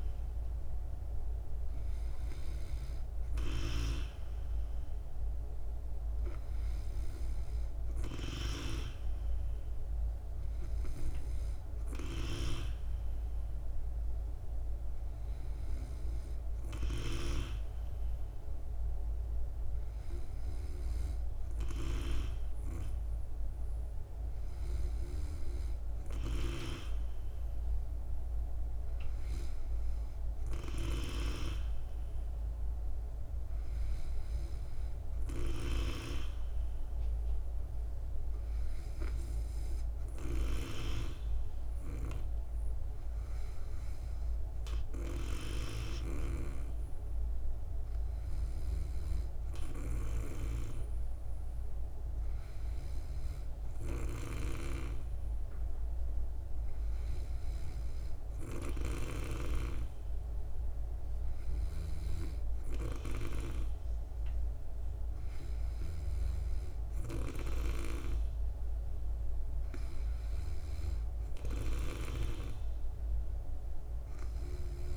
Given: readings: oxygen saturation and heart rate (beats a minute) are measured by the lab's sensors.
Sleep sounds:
breathing in sleep by a room microphone; none
none scored
From the record:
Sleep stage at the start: N2 (light sleep); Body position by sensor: on the back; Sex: female

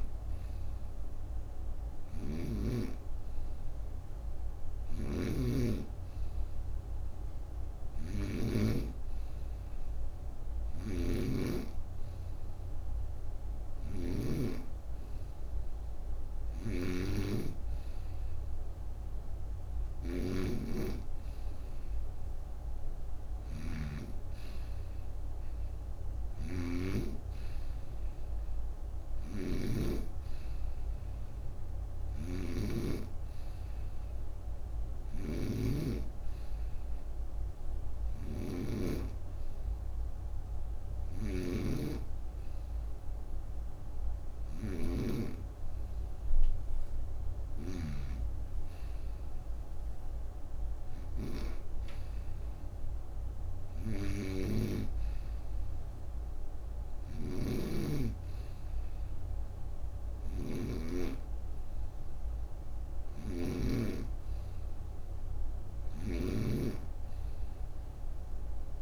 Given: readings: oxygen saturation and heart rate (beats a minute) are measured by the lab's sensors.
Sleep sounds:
breathing in sleep by a room microphone; none
0.00-2.50 s: snoring (device-marked)
4.50-14.00 s: snoring (device-marked)
16.00-29.50 s: snoring (device-marked)
31.50-47.50 s: snoring (device-marked)
54.00-63.50 s: snoring (device-marked)
65.50-68.82 s: snoring (device-marked)
From the record:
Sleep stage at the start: N2 (light sleep); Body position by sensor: on the right side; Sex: female

